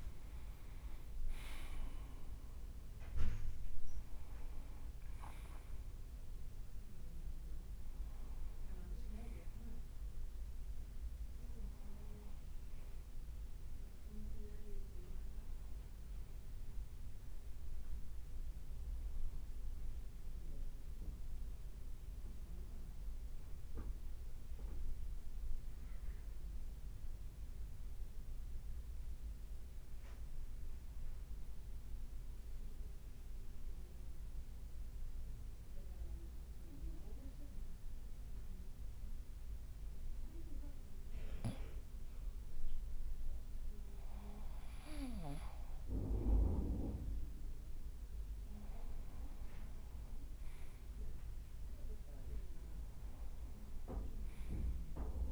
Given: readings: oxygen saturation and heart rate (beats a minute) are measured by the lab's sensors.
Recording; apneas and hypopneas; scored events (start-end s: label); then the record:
breathing in sleep by a room microphone; 1
17.50-21.50 s: arousal
24.00-40.00 s: mixed apnea (oxygen 96% before, 94% lowest, heart rate 59 before, 53 extreme, up 0 after)
45.50-50.00 s: arousal
51.50-52.50 s: leg movement (device-marked)
From the record:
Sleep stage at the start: N2 (light sleep); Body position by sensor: on the right side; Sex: male